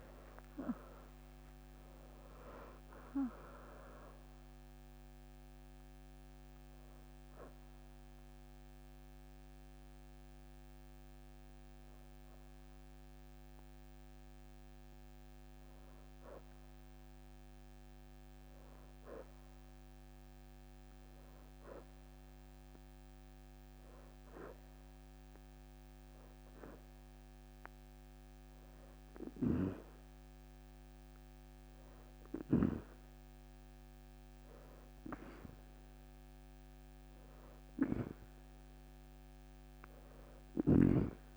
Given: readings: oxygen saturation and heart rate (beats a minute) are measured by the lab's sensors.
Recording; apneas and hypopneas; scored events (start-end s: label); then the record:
breathing in sleep by a microphone on the trachea; 1
0.00-2.50 s: leg movement (device-marked)
3.50-14.50 s: oxygen desaturation (device-marked, oxygen 91% before, 88% lowest, heart rate 76 before, 50 extreme)
15.00-17.00 s: leg movement (device-marked)
19.00-21.00 s: leg movement (device-marked)
20.50-30.50 s: hypopnea (oxygen 91% before, 88% lowest, heart rate 71 before, 45 extreme, up 20 after)
27.00-28.00 s: leg movement (device-marked)
31.00-35.50 s: arousal
From the record:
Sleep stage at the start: N2 (light sleep); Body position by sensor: on the back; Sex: female